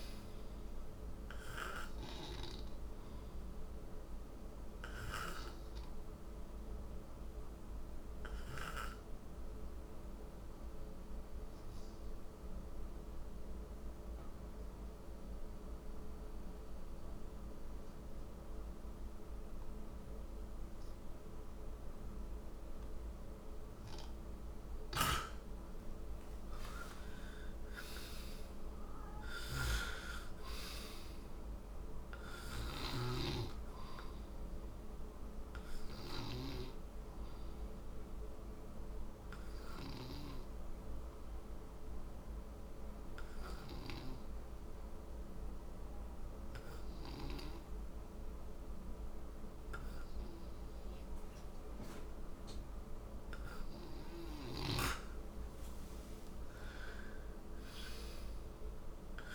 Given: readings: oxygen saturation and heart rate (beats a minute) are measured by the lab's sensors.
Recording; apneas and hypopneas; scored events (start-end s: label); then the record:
breathing in sleep by a room microphone; 2
0.00-18.00 s: oxygen desaturation (device-marked, oxygen 91% lowest, heart rate 54 extreme)
9.00-23.00 s: obstructive apnea (oxygen 97% before, 91% lowest, heart rate 66 before, 56 extreme, up 34 after)
25.00-29.00 s: arousal
25.00-52.00 s: oxygen desaturation (device-marked, oxygen 97% before, 91% lowest, heart rate 58 before, 55 extreme)
29.00-33.00 s: snoring (device-marked)
37.50-54.00 s: obstructive apnea (oxygen 97% before, 90% lowest, heart rate 71 before, 55 extreme, up 10 after)
54.00-59.35 s: snoring (device-marked)
56.00-59.35 s: arousal
From the record:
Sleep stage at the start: N2 (light sleep); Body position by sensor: on the right side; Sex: male